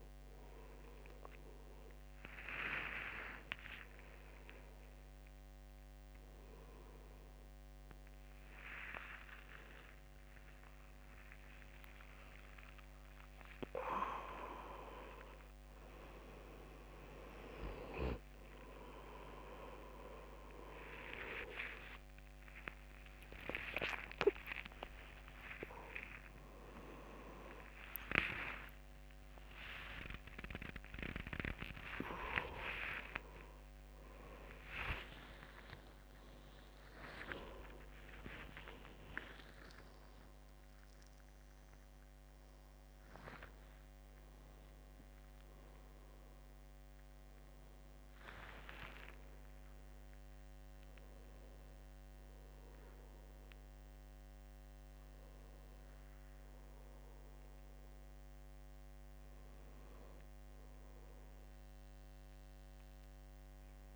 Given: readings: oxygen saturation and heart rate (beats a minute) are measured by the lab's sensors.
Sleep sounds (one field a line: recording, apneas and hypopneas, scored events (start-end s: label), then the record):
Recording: a person awake in a sleep study, by a microphone on the trachea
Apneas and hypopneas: none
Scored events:
0.00-4.50 s: oxygen desaturation (device-marked, oxygen 93% lowest, heart rate 74 extreme)
From the record:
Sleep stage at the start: awake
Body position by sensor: on the back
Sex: male